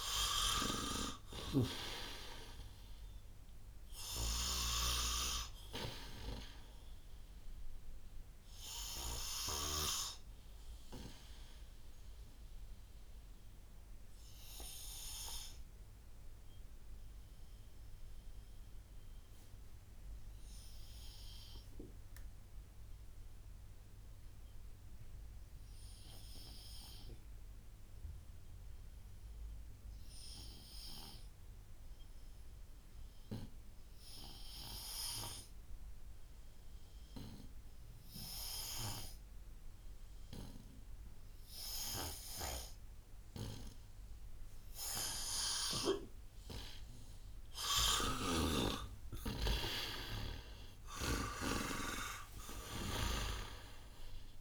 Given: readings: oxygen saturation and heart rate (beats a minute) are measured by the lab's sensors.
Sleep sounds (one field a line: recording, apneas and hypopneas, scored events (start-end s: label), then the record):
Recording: breathing in sleep by a room microphone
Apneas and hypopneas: 1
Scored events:
0.00-27.00 s: oxygen desaturation (device-marked, oxygen 82% lowest, heart rate 57 extreme)
4.50-10.00 s: snoring (device-marked)
8.50-44.00 s: obstructive apnea (oxygen 95% before, 81% lowest, heart rate 78 before, 57 extreme, up 27 after)
43.00-54.41 s: oxygen desaturation (device-marked, oxygen 96% before, 81% lowest, heart rate 64 before, 57 extreme)
47.00-50.00 s: arousal
48.00-54.41 s: snoring (device-marked)
From the record:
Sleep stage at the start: N2 (light sleep)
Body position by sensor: on the right side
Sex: male